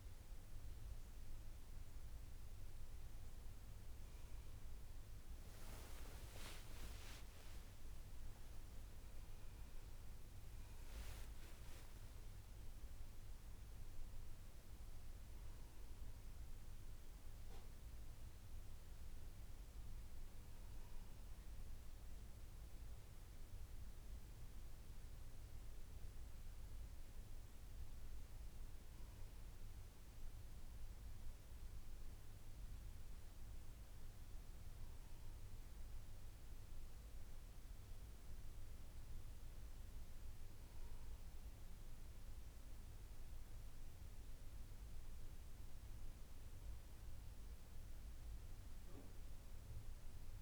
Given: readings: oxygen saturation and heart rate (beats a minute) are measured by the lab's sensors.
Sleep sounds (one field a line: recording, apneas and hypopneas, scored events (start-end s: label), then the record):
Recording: a person partly awake in a sleep study, hard to hear, by a room microphone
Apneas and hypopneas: none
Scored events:
5.50-7.50 s: long interval between heartbeats (device-marked, heart rate 61 before, 67 extreme)
8.50-24.50 s: oxygen desaturation (device-marked, oxygen 97% before, 94% lowest, heart rate 63 before, 55 extreme)
23.50-50.42 s: new sleep stage, N1 (lightest sleep)
From the record:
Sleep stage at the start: awake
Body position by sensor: on the back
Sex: female